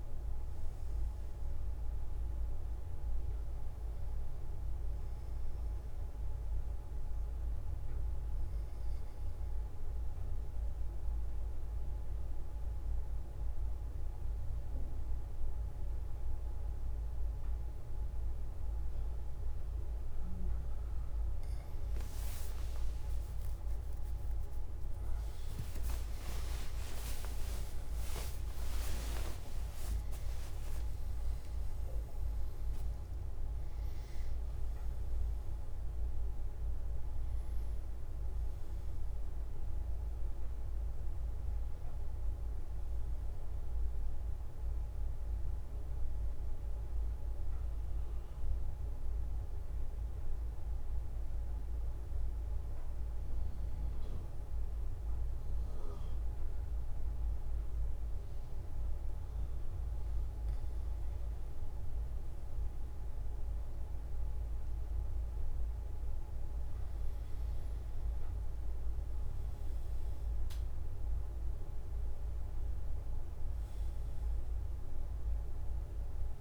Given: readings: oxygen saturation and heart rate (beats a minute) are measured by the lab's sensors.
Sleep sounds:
breathing in sleep, hard to hear, by a room microphone; 2
7.00-20.50 s: obstructive apnea (oxygen 98% before, 94% lowest)
29.00-48.00 s: oxygen desaturation (device-marked, oxygen 98% before, 94% lowest)
52.00-62.00 s: obstructive apnea (oxygen 98% before, 94% lowest)
From the record:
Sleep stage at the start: N2 (light sleep); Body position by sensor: on the back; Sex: male

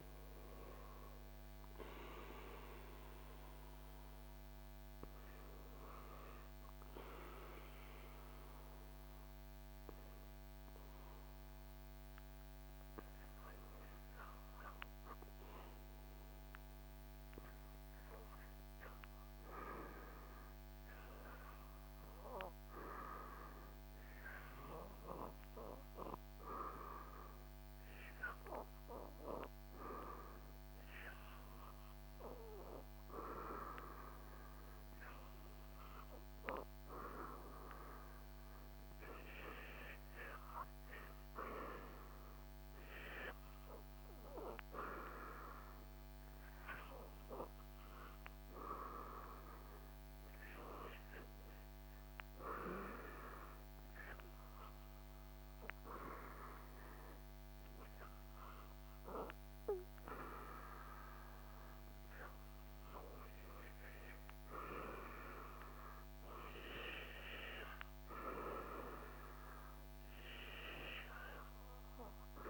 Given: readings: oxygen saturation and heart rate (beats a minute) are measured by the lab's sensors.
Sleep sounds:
breathing in sleep by a microphone on the trachea; 2
0.00-1.00 s: oxygen desaturation (device-marked, oxygen 89% lowest, heart rate 70 extreme)
10.00-35.00 s: hypopnea (oxygen 95% before, 90% lowest, heart rate 81 before, 70 extreme, up 2 after)
29.00-58.00 s: oxygen desaturation (device-marked, oxygen 96% before, 90% lowest, heart rate 74 before, 77 extreme)
37.50-41.50 s: arousal
52.50-63.00 s: hypopnea (oxygen 96% before, 90% lowest, heart rate 80 before, 76 extreme, up 3 after)
68.00-72.50 s: arousal
From the record:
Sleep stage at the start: N2 (light sleep); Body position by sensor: on the back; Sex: male

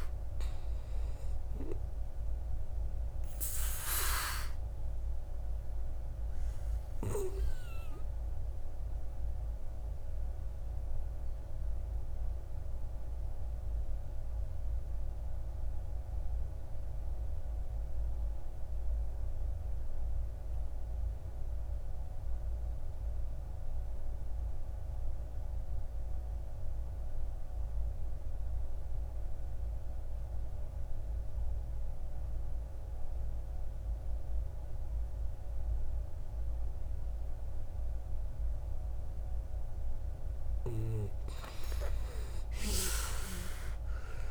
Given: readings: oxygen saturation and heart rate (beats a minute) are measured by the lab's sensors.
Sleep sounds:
breathing in sleep by a room microphone; 1
0.00-14.00 s: oxygen desaturation (device-marked, oxygen 77% lowest, heart rate 53 extreme)
4.00-39.50 s: obstructive apnea (oxygen 97% before, 76% lowest, heart rate 68 before, 53 extreme, up 11 after)
27.00-44.31 s: oxygen desaturation (device-marked, oxygen 98% before, 76% lowest, heart rate 55 before, 54 extreme)
42.00-44.31 s: arousal
From the record:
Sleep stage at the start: N2 (light sleep); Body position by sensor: on the back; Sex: male

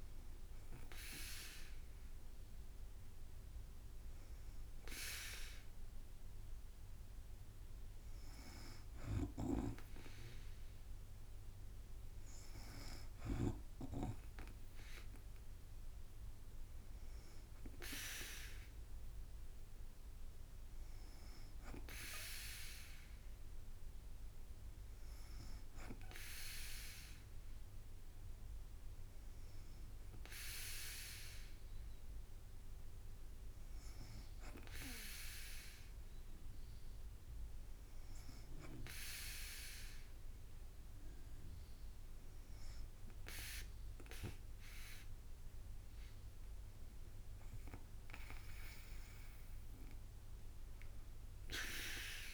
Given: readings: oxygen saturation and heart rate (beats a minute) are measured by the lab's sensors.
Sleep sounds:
breathing in sleep by a room microphone; none
none scored
From the record:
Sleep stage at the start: N2 (light sleep); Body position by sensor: on the back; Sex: female

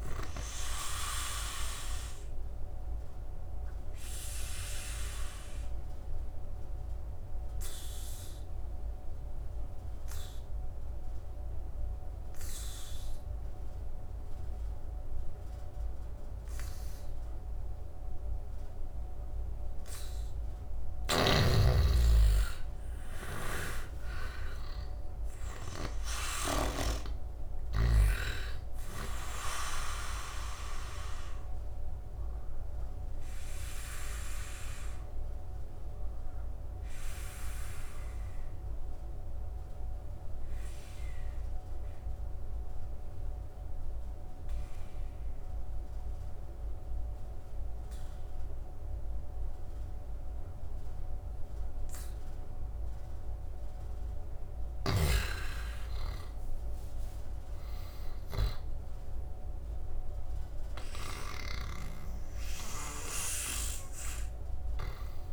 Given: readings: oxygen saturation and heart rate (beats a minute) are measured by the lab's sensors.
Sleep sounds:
breathing in sleep by a room microphone; 2
0.00-8.50 s: oxygen desaturation (device-marked, oxygen 92% lowest, heart rate 70 extreme)
3.00-19.00 s: obstructive apnea (oxygen 98% before, 85% lowest, heart rate 77 before, 70 extreme, up 10 after)
20.50-24.50 s: arousal
22.50-49.50 s: oxygen desaturation (device-marked, oxygen 98% before, 87% lowest, heart rate 75 before, 66 extreme)
23.00-26.50 s: snoring (device-marked)
33.00-52.50 s: obstructive apnea (oxygen 98% before, 82% lowest, heart rate 75 before, 66 extreme, up 14 after)
51.50-65.33 s: oxygen desaturation (device-marked, oxygen 99% before, 87% lowest, heart rate 74 before, 67 extreme)
54.50-59.50 s: arousal
From the record:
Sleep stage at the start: N2 (light sleep); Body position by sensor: on the back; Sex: male

